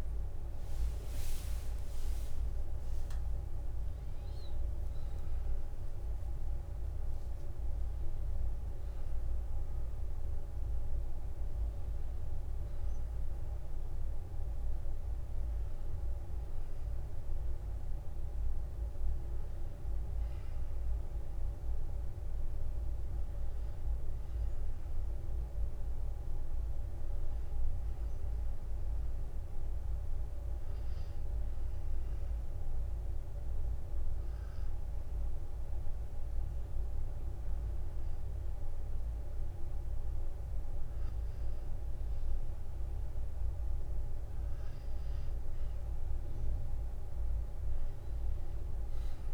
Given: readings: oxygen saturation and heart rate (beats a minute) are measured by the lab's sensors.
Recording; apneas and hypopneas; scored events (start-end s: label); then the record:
breathing in sleep, hard to hear, by a room microphone; 1
22.00-26.00 s: arousal
31.50-42.50 s: hypopnea (oxygen 96% before, 91% lowest, heart rate 55 before, 35 extreme, up 21 after)
33.50-35.50 s: long interval between heartbeats (device-marked, heart rate 54 before, 52 extreme)
From the record:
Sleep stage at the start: N2 (light sleep); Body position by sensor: on the back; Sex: male